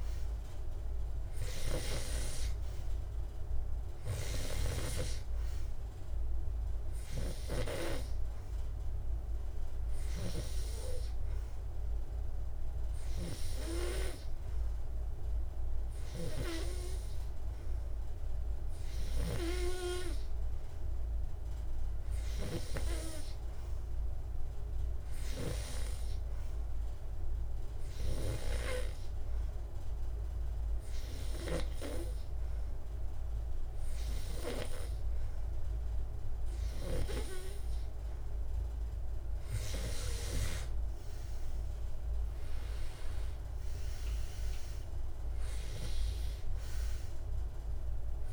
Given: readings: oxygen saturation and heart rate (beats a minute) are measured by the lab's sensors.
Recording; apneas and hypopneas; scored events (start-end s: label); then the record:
breathing in sleep by a room microphone; 1
28.50-41.00 s: hypopnea (oxygen 97% before, 90% lowest, heart rate 75 before, 70 extreme, up 6 after)
43.50-46.50 s: arousal
From the record:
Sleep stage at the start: N2 (light sleep); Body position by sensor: on the back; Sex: male